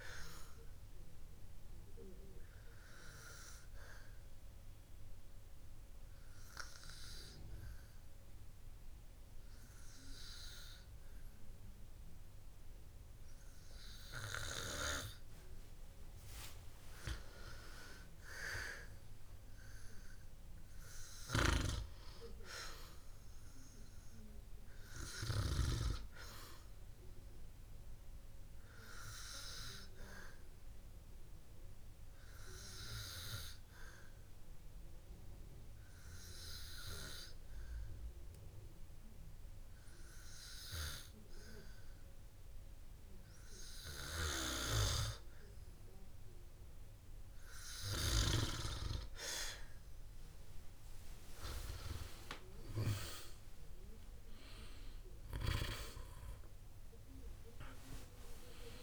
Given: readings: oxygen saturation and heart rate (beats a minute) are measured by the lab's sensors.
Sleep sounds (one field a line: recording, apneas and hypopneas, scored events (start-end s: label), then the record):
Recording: breathing in sleep by a room microphone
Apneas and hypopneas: 2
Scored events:
2.00-16.50 s: obstructive apnea (oxygen 97% before, 95% lowest, heart rate 58 before, 57 extreme, up 8 after)
19.00-21.50 s: arousal
28.00-49.50 s: obstructive apnea (oxygen 97% before, 95% lowest, heart rate 60 before, 50 extreme, up 10 after)
52.50-56.50 s: arousal
From the record:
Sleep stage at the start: N2 (light sleep)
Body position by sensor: on the back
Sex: male